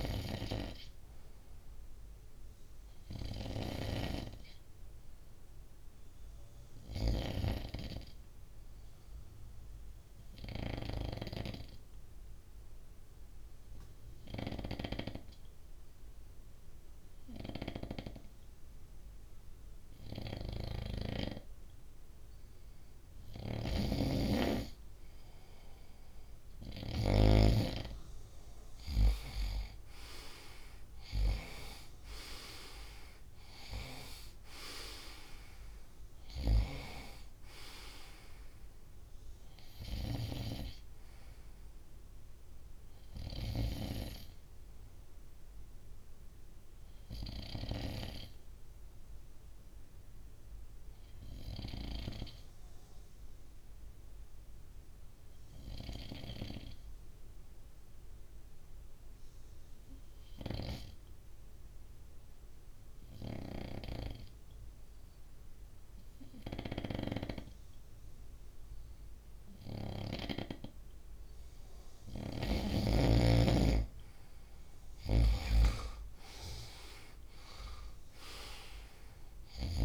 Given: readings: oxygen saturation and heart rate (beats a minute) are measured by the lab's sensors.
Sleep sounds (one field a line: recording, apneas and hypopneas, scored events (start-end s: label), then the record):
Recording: breathing in sleep by a room microphone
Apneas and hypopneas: 2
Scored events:
6.00-23.00 s: obstructive apnea (oxygen 97% before, 93% lowest, heart rate 67 before, 59 extreme, up 3 after)
10.00-14.00 s: snoring (device-marked)
20.00-27.00 s: snoring (device-marked)
29.00-32.50 s: arousal
29.00-44.00 s: oxygen desaturation (device-marked, oxygen 96% before, 93% lowest, heart rate 66 before, 58 extreme)
48.50-71.00 s: obstructive apnea (oxygen 96% before, 93% lowest, heart rate 66 before, 60 extreme, up 6 after)
66.00-70.00 s: snoring (device-marked)
74.00-77.50 s: arousal
74.00-79.85 s: oxygen desaturation (device-marked, oxygen 97% before, 93% lowest, heart rate 63 before, 62 extreme)
From the record:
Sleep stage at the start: N2 (light sleep)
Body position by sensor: on the front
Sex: male